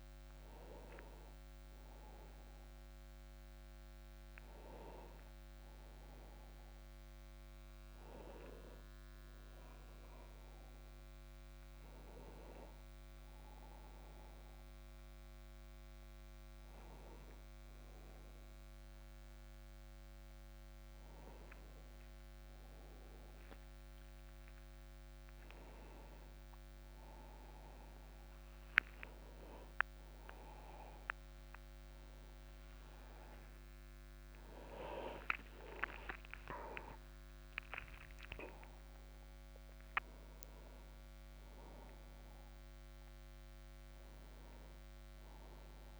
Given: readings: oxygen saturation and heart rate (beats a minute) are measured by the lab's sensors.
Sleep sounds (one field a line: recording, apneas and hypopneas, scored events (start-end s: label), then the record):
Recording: breathing in sleep by a microphone on the trachea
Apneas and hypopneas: none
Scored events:
0.00-8.00 s: oxygen desaturation (device-marked, oxygen 94% lowest)
3.00-46.00 s: new sleep stage, N1 (lightest sleep)
33.50-38.00 s: arousal
From the record:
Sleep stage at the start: N2 (light sleep)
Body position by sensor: on the back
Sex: male